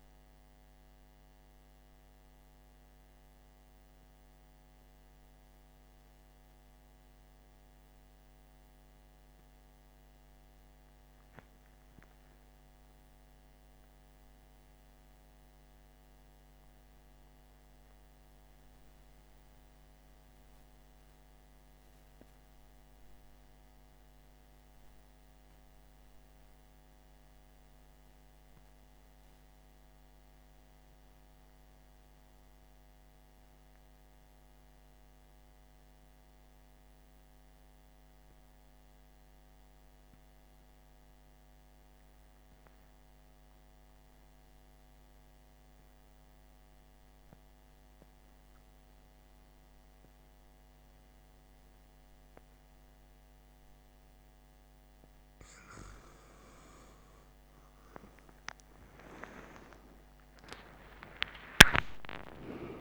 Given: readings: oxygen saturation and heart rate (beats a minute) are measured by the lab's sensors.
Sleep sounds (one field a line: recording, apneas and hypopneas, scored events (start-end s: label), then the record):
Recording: breathing in sleep by a microphone on the trachea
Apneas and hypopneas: 1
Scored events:
1.00-54.00 s: obstructive apnea (oxygen 95% before, 89% lowest, heart rate 59 before, 48 extreme, up 19 after)
58.00-62.50 s: arousal
From the record:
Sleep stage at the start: REM sleep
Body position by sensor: on the back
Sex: male